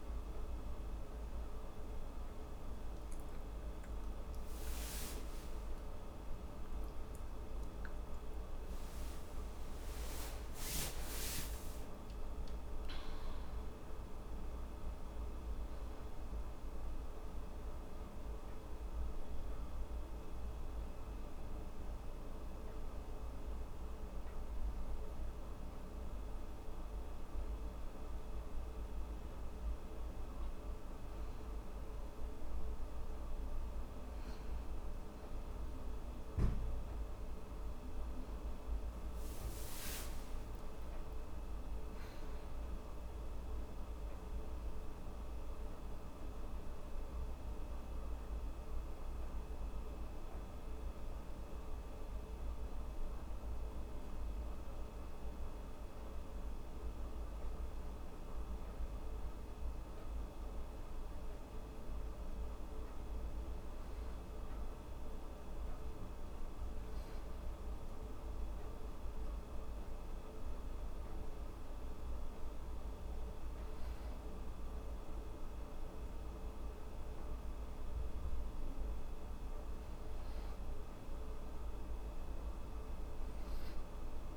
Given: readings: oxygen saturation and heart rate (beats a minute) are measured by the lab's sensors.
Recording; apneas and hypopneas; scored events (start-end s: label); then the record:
a person partly awake in a sleep study, hard to hear, by a room microphone; none
26.00-84.37 s: new sleep stage, N1 (lightest sleep)
From the record:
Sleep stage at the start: awake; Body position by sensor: on the back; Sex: female